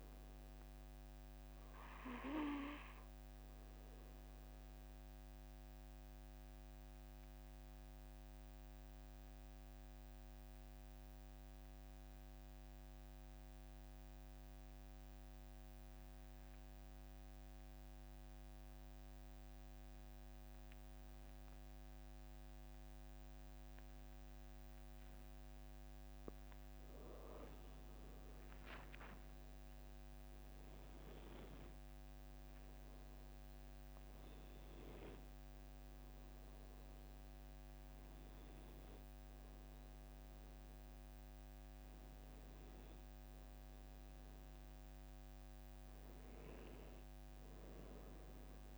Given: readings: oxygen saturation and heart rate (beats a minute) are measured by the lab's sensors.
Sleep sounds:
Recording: breathing in sleep, hard to hear, by a microphone on the trachea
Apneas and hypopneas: 1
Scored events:
4.00-26.00 s: obstructive apnea (oxygen 96% before, 91% lowest, heart rate 46 before, 43 extreme, up 3 after)
27.50-31.50 s: arousal
36.00-38.00 s: long interval between heartbeats (device-marked, heart rate 46 before, 58 extreme)
From the record:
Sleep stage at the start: N2 (light sleep)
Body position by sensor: on the back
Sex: male

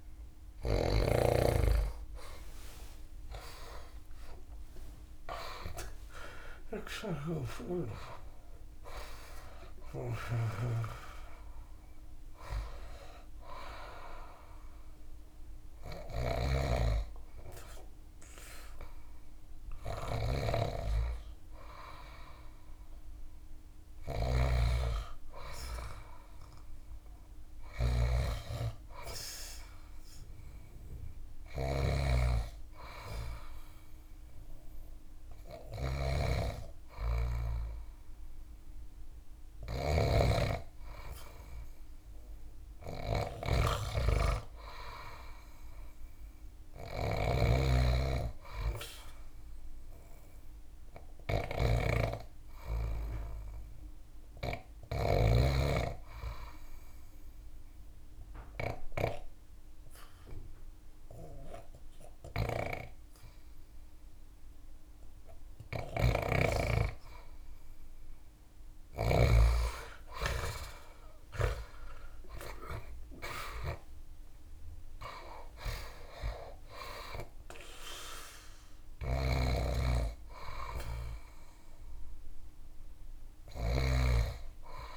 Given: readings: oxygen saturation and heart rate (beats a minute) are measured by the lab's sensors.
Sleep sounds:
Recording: breathing in sleep by a room microphone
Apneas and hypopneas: 1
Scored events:
0.00-22.00 s: tachycardia (device-marked)
1.00-5.50 s: arousal
2.00-13.00 s: oxygen desaturation (device-marked, oxygen 95% before, 86% lowest)
6.00-9.50 s: snoring (device-marked)
15.00-34.00 s: oxygen desaturation (device-marked, oxygen 96% before, 81% lowest)
15.50-54.50 s: snoring (device-marked)
49.50-52.50 s: arousal
56.50-69.00 s: obstructive apnea (oxygen 98% before, 93% lowest)
65.00-68.50 s: snoring (device-marked)
70.00-75.50 s: arousal
78.00-84.97 s: snoring (device-marked)
From the record:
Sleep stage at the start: N2 (light sleep)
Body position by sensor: on the back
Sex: male

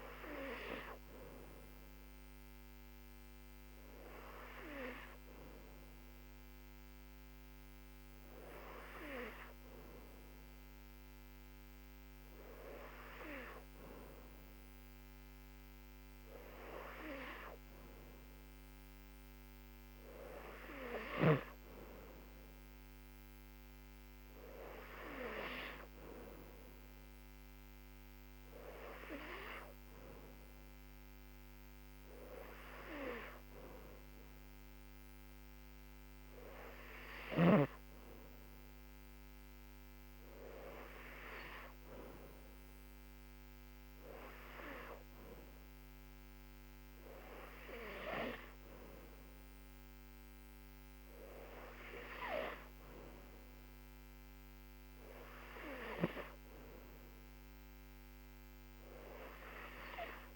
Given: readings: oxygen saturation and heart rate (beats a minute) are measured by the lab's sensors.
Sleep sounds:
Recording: breathing in sleep by a microphone on the trachea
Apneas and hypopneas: none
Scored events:
none scored
From the record:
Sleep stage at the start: N2 (light sleep)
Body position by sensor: on the back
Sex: female

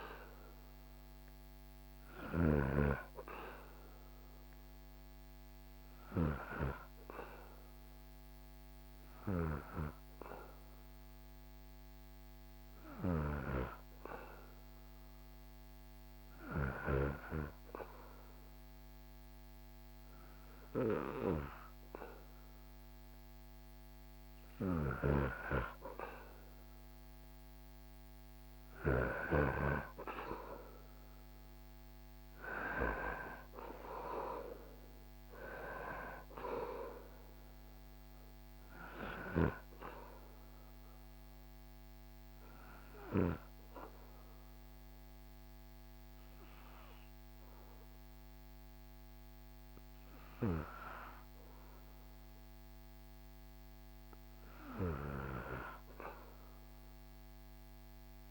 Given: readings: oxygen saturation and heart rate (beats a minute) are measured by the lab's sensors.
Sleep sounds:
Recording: breathing in sleep by a microphone on the trachea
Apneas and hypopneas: 2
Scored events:
0.00-1.50 s: snoring (device-marked)
6.50-24.50 s: hypopnea (oxygen 97% before, 93% lowest, heart rate 72 before, 67 extreme, up 0 after)
12.00-16.00 s: snoring (device-marked)
23.50-28.00 s: snoring (device-marked)
26.50-30.00 s: arousal
26.50-55.50 s: oxygen desaturation (device-marked, oxygen 97% before, 93% lowest, heart rate 74 before, 67 extreme)
40.00-53.50 s: obstructive apnea (oxygen 97% before, 93% lowest, heart rate 75 before, 67 extreme, up 11 after)
56.50-58.31 s: arousal
From the record:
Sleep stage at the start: REM sleep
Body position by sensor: on the back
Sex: male

